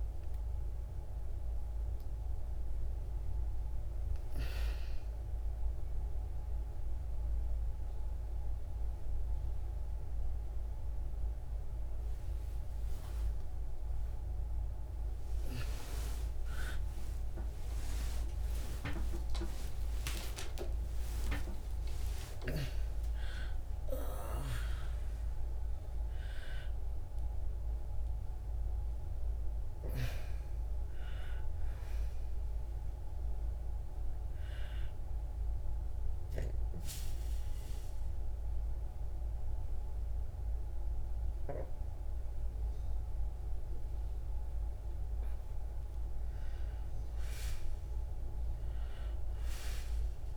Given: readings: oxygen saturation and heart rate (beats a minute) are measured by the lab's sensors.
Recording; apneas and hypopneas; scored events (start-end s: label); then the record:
a person awake in a sleep study, by a room microphone; none
0.00-21.50 s: oxygen desaturation (device-marked, oxygen 77% lowest, heart rate 58 extreme)
1.50-50.37 s: new sleep stage, awake
From the record:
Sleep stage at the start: N2 (light sleep); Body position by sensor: on the back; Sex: female